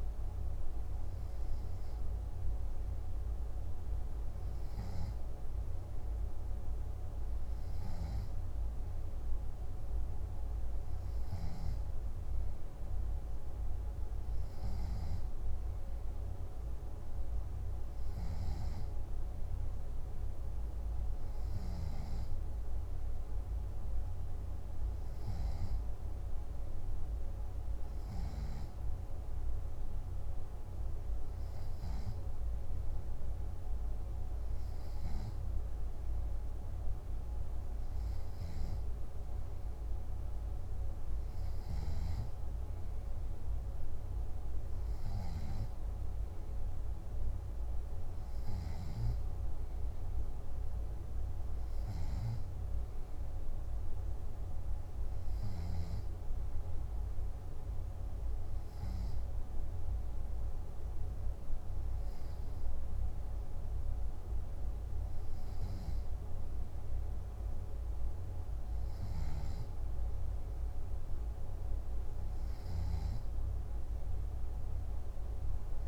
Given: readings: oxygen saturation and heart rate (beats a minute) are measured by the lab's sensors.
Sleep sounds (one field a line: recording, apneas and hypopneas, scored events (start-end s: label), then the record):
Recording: breathing in sleep, hard to hear, by a room microphone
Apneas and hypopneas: none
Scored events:
none scored
From the record:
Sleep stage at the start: N3 (deep sleep)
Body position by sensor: on the back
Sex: male